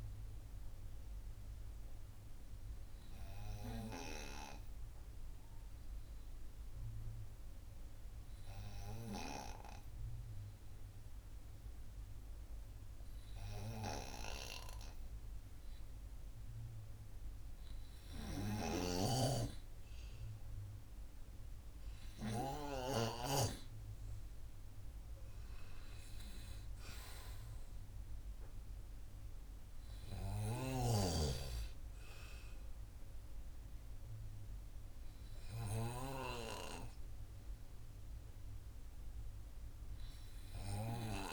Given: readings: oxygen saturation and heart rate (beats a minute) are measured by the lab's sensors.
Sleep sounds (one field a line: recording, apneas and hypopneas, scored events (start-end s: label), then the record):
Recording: breathing in sleep by a room microphone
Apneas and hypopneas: 1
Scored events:
2.50-17.50 s: hypopnea (oxygen 98% before, 95% lowest, heart rate 122 before, 37 extreme, up 51 after)
19.50-23.00 s: arousal
From the record:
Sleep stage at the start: N2 (light sleep)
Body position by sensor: on the right side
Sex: male